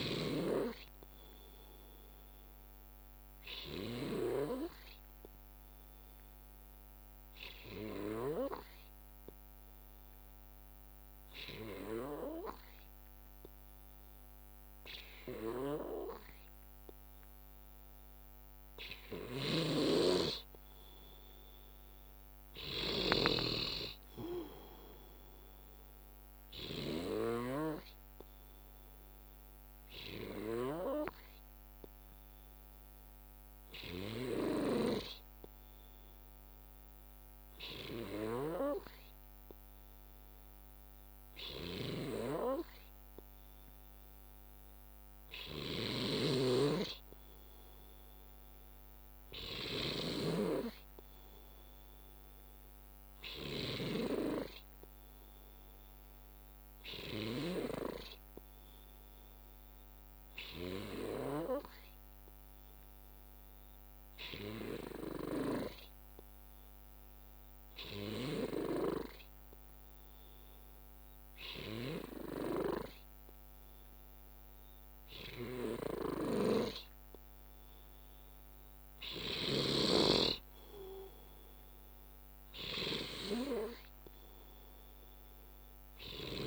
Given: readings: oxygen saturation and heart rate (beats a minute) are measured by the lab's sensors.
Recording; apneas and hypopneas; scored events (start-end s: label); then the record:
breathing in sleep by a microphone on the trachea; 3
0.00-3.00 s: oxygen desaturation (device-marked, oxygen 91% lowest, heart rate 59 extreme)
4.00-6.00 s: bradycardia (device-marked, heart rate 62 before, 61 extreme)
4.00-19.50 s: obstructive apnea (oxygen 95% before, 93% lowest, heart rate 61 before, 56 extreme, up 3 after)
19.50-23.50 s: snoring (device-marked)
23.00-26.00 s: arousal
26.00-48.00 s: bradycardia (device-marked, heart rate 62 before, 56 extreme)
29.50-46.00 s: obstructive apnea (oxygen 96% before, 92% lowest, heart rate 61 before, 56 extreme, up 5 after)
46.50-50.50 s: snoring (device-marked)
51.00-54.50 s: arousal
53.00-57.00 s: bradycardia (device-marked, heart rate 62 before, 59 extreme)
57.50-77.00 s: obstructive apnea (oxygen 96% before, 91% lowest, heart rate 58 before, 57 extreme, up 6 after)
68.00-74.00 s: bradycardia (device-marked, heart rate 61 before, 58 extreme)
77.50-80.50 s: arousal
83.00-86.00 s: bradycardia (device-marked, heart rate 61 before, 60 extreme)
From the record:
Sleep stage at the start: N2 (light sleep); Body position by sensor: on the left side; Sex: male